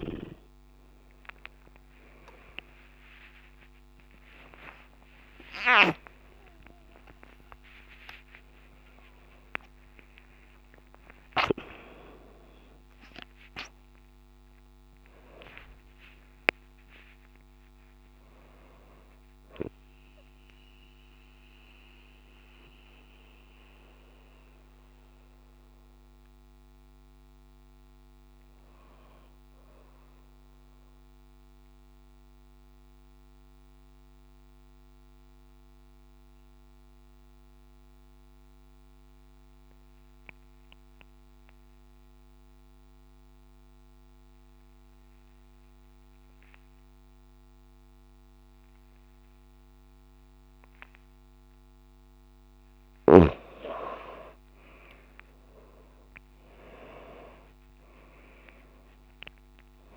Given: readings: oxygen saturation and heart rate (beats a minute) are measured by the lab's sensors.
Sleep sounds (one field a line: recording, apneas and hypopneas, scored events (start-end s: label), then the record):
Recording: a person partly awake in a sleep study, by a microphone on the trachea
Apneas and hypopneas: 1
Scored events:
2.00-4.00 s: long interval between heartbeats (device-marked)
6.00-8.00 s: long interval between heartbeats (device-marked, heart rate 36 before, 115 extreme)
11.00-13.00 s: long interval between heartbeats (device-marked, heart rate 61 before, 79 extreme)
13.50-15.50 s: long interval between heartbeats (device-marked, heart rate 69 before, 66 extreme)
16.00-18.00 s: long interval between heartbeats (device-marked, heart rate 79 before, 86 extreme)
18.00-59.97 s: new sleep stage, N2 (light sleep)
19.50-21.50 s: long interval between heartbeats (device-marked, heart rate 91 before, 68 extreme)
21.50-23.50 s: long interval between heartbeats (device-marked, heart rate 98 before, 57 extreme)
30.00-32.00 s: long interval between heartbeats (device-marked)
30.00-51.50 s: mixed apnea (oxygen 95% before, 88% lowest)
49.50-51.50 s: long interval between heartbeats (device-marked)
52.00-59.97 s: oxygen desaturation (device-marked, oxygen 97% before, 88% lowest)
54.50-59.00 s: arousal
55.00-57.00 s: long interval between heartbeats (device-marked)
58.00-59.97 s: long interval between heartbeats (device-marked)
From the record:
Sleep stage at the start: awake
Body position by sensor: on the back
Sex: female